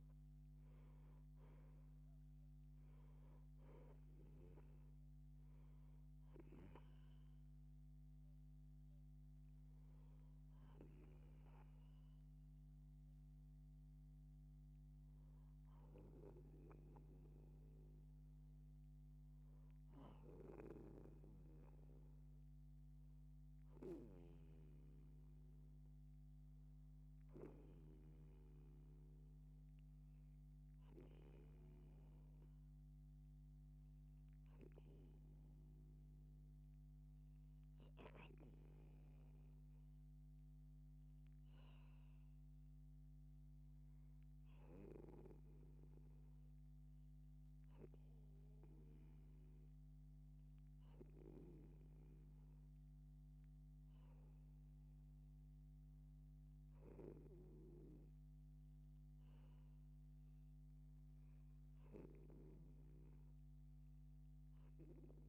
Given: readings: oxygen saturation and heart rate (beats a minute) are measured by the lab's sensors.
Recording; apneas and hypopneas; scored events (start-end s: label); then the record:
breathing in sleep by a microphone on the trachea; none
0.00-3.00 s: arousal
0.00-25.50 s: oxygen desaturation (device-marked, oxygen 62% lowest)
28.00-32.00 s: arousal
From the record:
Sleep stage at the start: REM sleep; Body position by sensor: on the left side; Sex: female